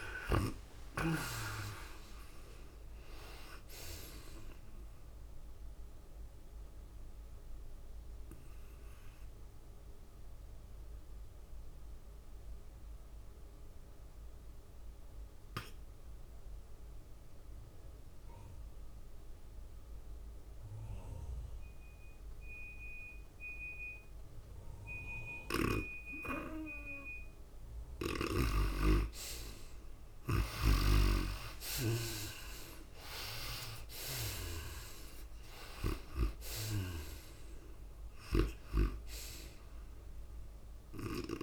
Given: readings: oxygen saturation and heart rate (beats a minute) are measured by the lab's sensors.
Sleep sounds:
breathing in sleep by a room microphone; 1
0.00-1.50 s: snoring (device-marked)
0.00-20.00 s: oxygen desaturation (device-marked, oxygen 80% lowest, heart rate 88 extreme)
1.00-9.00 s: tachycardia (device-marked, heart rate 97 before, 105 extreme)
2.00-17.00 s: drop in pulse transit time (device-marked, heart rate 98 before, 89 extreme)
6.50-27.50 s: obstructive apnea (oxygen 98% before, 74% lowest, heart rate 98 before, 88 extreme, up 6 after)
11.50-13.50 s: long interval between heartbeats (device-marked, heart rate 99 before, 94 extreme)
22.00-41.43 s: oxygen desaturation (device-marked, oxygen 98% before, 78% lowest, heart rate 98 before, 76 extreme)
29.50-33.50 s: arousal
32.00-41.43 s: tachycardia (device-marked, heart rate 97 before, 105 extreme)
33.00-41.43 s: drop in pulse transit time (device-marked, heart rate 94 before, 99 extreme)
From the record:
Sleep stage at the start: N2 (light sleep); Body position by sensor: on the right side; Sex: female

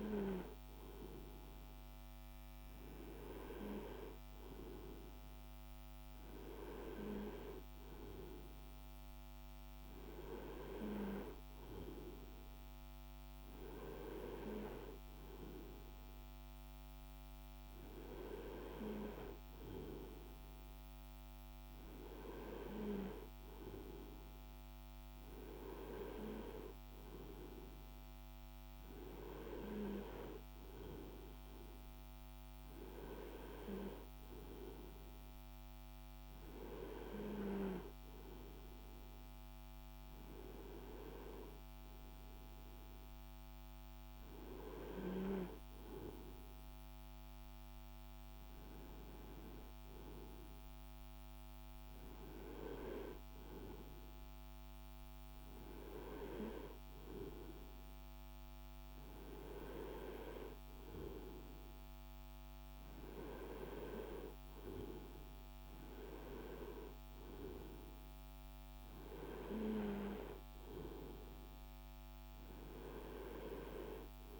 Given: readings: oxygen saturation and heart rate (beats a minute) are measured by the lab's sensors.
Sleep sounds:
breathing in sleep by a microphone on the trachea; none
none scored
From the record:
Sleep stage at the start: N2 (light sleep); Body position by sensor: on the right side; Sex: male

